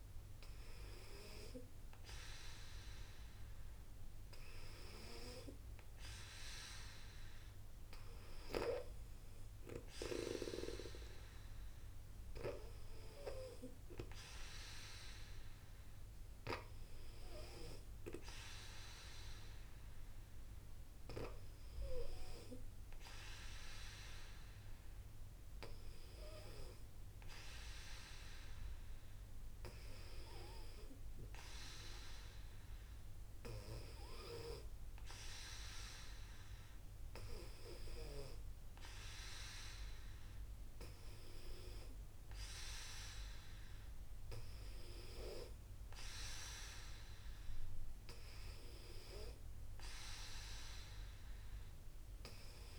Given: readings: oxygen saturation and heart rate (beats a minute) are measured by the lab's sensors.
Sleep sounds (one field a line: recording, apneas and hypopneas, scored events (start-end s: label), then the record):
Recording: breathing in sleep by a room microphone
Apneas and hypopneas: none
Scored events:
none scored
From the record:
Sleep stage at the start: N2 (light sleep)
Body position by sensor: on the back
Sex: female